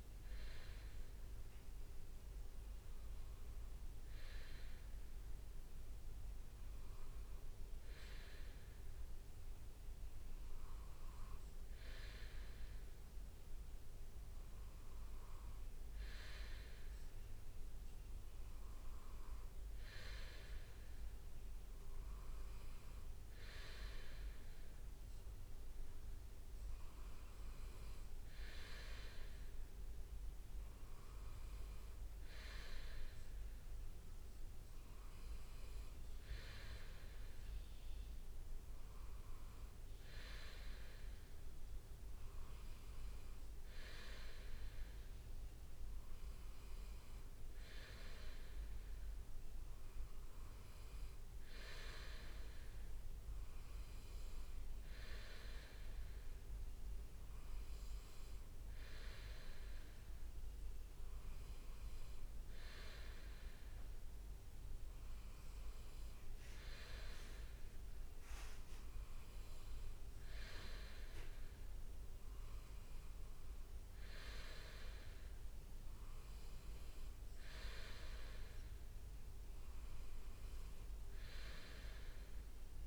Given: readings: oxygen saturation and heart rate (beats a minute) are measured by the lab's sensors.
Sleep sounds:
breathing in sleep by a room microphone; none
5.00-10.50 s: leg movement (device-marked)
18.00-22.50 s: leg movement (device-marked)
25.00-29.50 s: leg movement (device-marked)
31.50-36.00 s: leg movement (device-marked)
38.50-41.00 s: leg movement (device-marked)
45.00-49.50 s: leg movement (device-marked)
53.00-55.00 s: leg movement (device-marked)
60.00-66.00 s: leg movement (device-marked)
69.00-70.50 s: leg movement (device-marked)
78.50-82.87 s: leg movement (device-marked)
From the record:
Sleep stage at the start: N2 (light sleep); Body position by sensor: on the right side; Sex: male

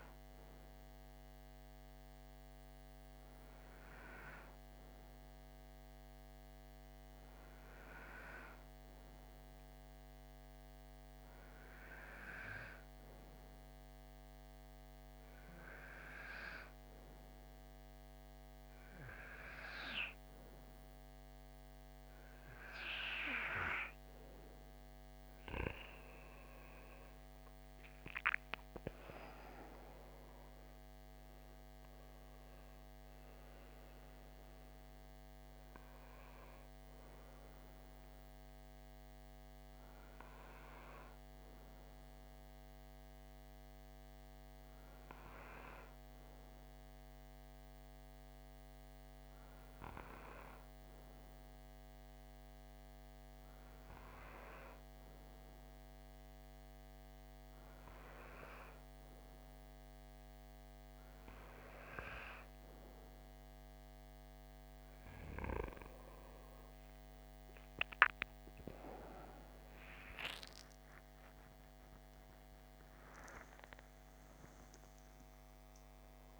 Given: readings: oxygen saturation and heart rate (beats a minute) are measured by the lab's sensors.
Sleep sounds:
breathing in sleep by a microphone on the trachea; none
71.50-76.40 s: new sleep stage, awake
From the record:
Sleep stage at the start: N2 (light sleep); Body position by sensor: on the right side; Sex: male

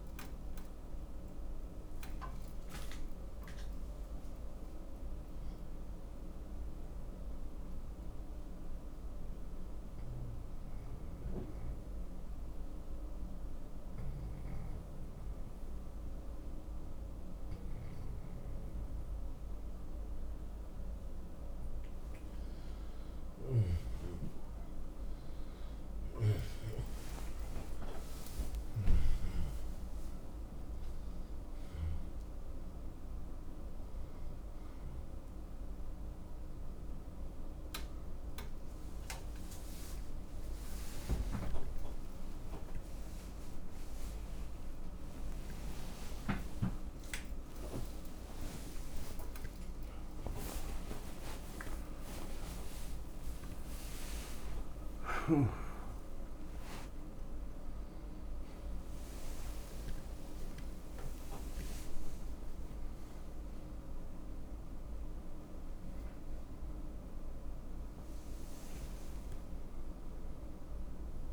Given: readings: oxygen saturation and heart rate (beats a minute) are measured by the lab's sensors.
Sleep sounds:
a person awake in a sleep study, by a room microphone; 1
7.50-21.00 s: obstructive apnea (oxygen 97% before, 83% lowest, heart rate 78 before, 59 extreme, up 24 after)
30.00-71.33 s: new sleep stage, awake
From the record:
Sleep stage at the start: N2 (light sleep); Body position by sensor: on the back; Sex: male

